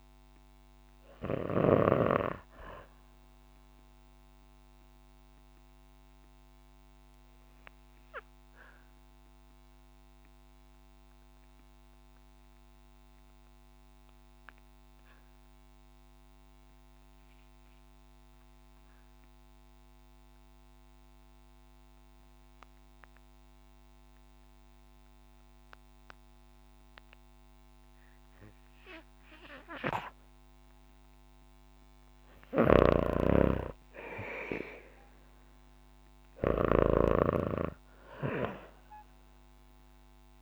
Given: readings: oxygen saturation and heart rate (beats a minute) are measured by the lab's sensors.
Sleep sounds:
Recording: breathing in sleep by a microphone on the trachea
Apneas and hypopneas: 1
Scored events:
0.00-14.00 s: oxygen desaturation (device-marked, oxygen 80% lowest, heart rate 53 extreme)
2.00-28.50 s: obstructive apnea (oxygen 96% before, 80% lowest, heart rate 62 before, 55 extreme, up 6 after)
31.00-35.00 s: arousal
31.50-36.00 s: snoring (device-marked)
32.00-40.41 s: oxygen desaturation (device-marked, oxygen 97% before, 86% lowest, heart rate 59 before, 52 extreme)
From the record:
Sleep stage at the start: REM sleep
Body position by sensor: on the back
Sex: female

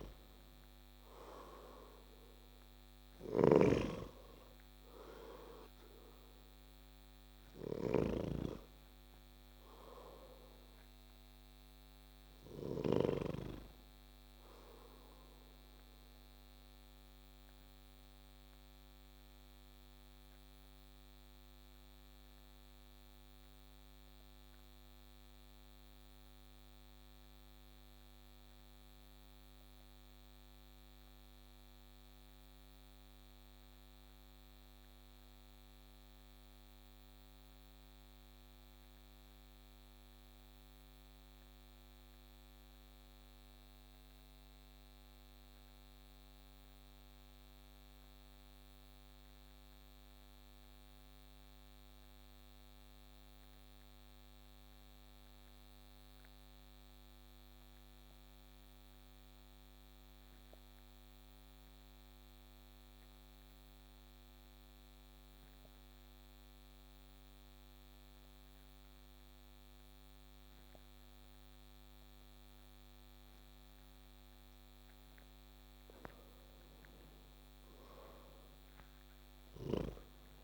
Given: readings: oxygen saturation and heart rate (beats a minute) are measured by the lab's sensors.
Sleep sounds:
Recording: breathing in sleep by a microphone on the trachea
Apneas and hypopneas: 1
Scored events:
0.00-32.00 s: oxygen desaturation (device-marked, oxygen 86% lowest)
3.00-13.00 s: snoring (device-marked)
18.50-75.50 s: obstructive apnea (oxygen 94% before, 86% lowest)
69.00-80.44 s: oxygen desaturation (device-marked, oxygen 96% before, 90% lowest)
77.00-80.44 s: arousal
From the record:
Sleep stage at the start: N2 (light sleep)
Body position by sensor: on the back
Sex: male

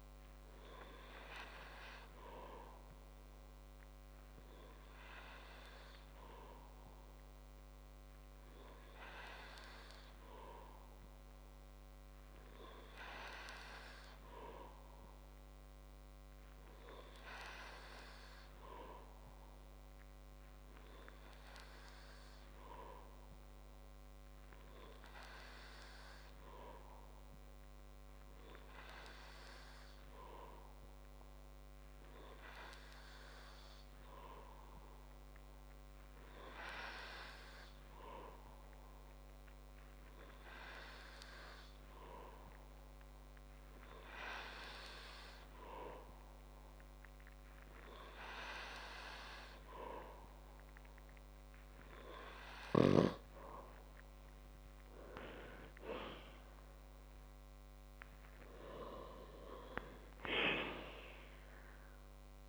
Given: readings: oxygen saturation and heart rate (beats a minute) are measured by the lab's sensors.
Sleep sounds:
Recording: breathing in sleep by a microphone on the trachea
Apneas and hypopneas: none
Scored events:
none scored
From the record:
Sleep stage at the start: N2 (light sleep)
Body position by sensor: on the back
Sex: male

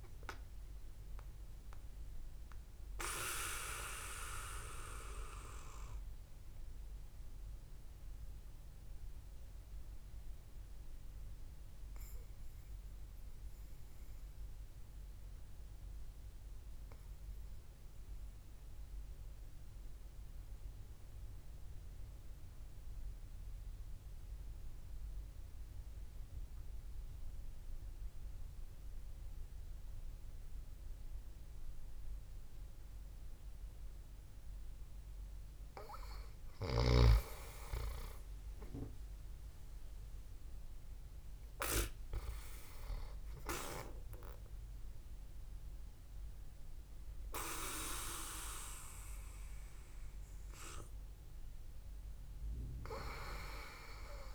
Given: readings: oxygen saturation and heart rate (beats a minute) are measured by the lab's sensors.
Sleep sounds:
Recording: breathing in sleep by a room microphone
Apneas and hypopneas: 1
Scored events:
0.00-21.50 s: oxygen desaturation (device-marked, oxygen 89% lowest, heart rate 60 extreme)
4.50-36.50 s: obstructive apnea (oxygen 99% before, 89% lowest, heart rate 60 before, 59 extreme, up 2 after)
38.50-42.00 s: arousal
38.50-54.35 s: oxygen desaturation (device-marked, oxygen 98% before, 90% lowest, heart rate 67 before, 59 extreme)
From the record:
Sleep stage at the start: N2 (light sleep)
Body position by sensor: on the back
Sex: male

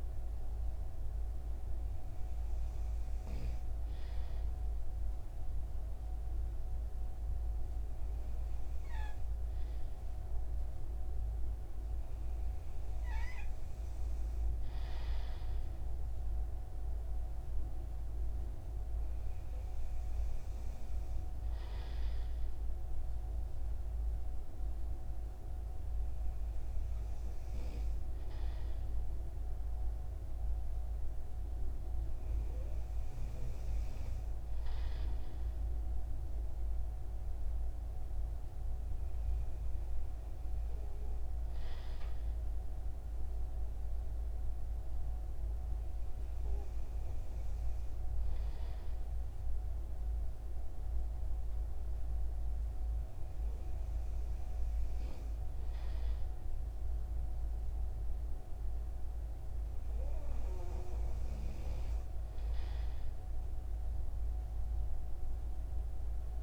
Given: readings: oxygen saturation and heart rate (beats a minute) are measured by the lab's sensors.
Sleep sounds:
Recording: breathing in sleep, hard to hear, by a room microphone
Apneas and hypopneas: none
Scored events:
none scored
From the record:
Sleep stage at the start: N2 (light sleep)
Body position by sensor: on the right side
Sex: male

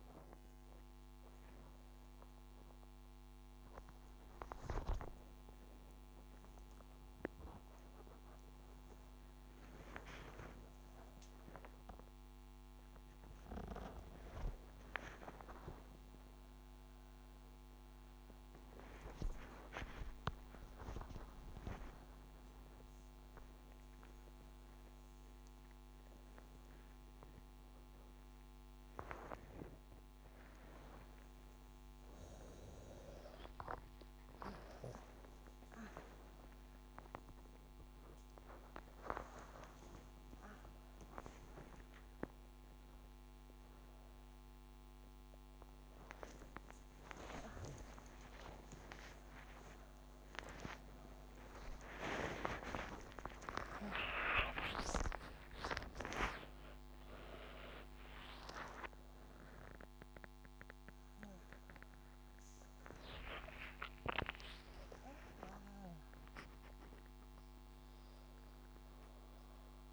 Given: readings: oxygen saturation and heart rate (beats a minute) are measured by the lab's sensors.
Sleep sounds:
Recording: a person awake in a sleep study, by a microphone on the trachea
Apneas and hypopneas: none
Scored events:
4.00-6.00 s: long interval between heartbeats (device-marked, heart rate 108 before, 121 extreme)
24.50-29.50 s: oxygen desaturation (device-marked, oxygen 99% before, 95% lowest, heart rate 100 before, 83 extreme)
37.50-39.50 s: long interval between heartbeats (device-marked, heart rate 94 before, 100 extreme)
54.50-56.50 s: long interval between heartbeats (device-marked, heart rate 100 before, 145 extreme)
61.50-64.50 s: oxygen desaturation (device-marked, oxygen 99% before, 92% lowest, heart rate 112 before, 81 extreme)
From the record:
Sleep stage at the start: awake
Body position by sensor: upright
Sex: female

